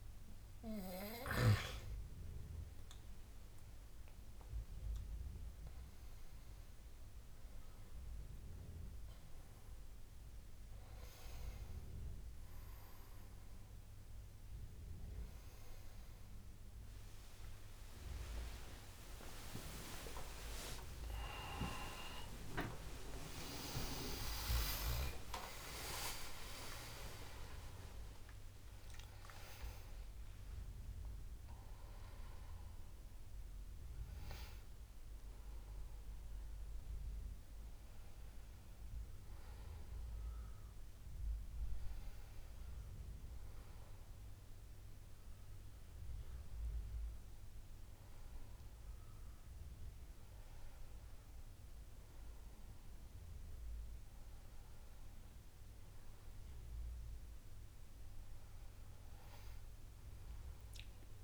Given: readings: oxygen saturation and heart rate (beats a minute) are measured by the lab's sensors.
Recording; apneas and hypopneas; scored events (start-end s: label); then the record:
breathing in sleep by a room microphone; none
19.50-27.00 s: arousal
From the record:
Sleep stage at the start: N2 (light sleep); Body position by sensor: on the back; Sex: male